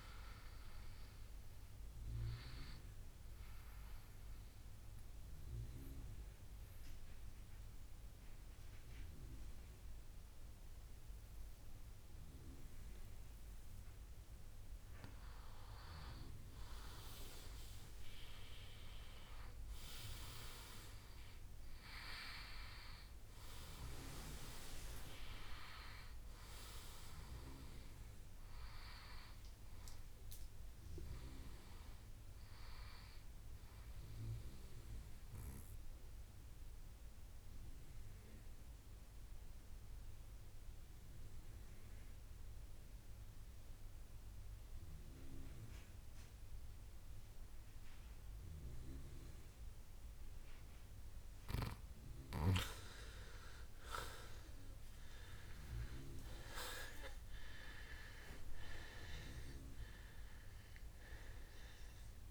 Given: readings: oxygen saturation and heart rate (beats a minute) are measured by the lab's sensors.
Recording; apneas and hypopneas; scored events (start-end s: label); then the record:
breathing in sleep by a room microphone; 2
0.00-12.00 s: oxygen desaturation (device-marked, oxygen 90% lowest, heart rate 64 extreme)
2.50-16.50 s: obstructive apnea (oxygen 97% before, 90% lowest, heart rate 73 before, 64 extreme, up 7 after)
19.00-23.00 s: arousal
35.00-53.00 s: mixed apnea (oxygen 98% before, 92% lowest, heart rate 70 before, 59 extreme, up 18 after)
54.00-62.31 s: oxygen desaturation (device-marked, oxygen 97% before, 92% lowest, heart rate 63 before, 59 extreme)
54.50-57.50 s: arousal
55.00-57.00 s: long interval between heartbeats (device-marked, heart rate 63 before, 69 extreme)
From the record:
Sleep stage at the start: N2 (light sleep); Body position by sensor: on the right side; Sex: male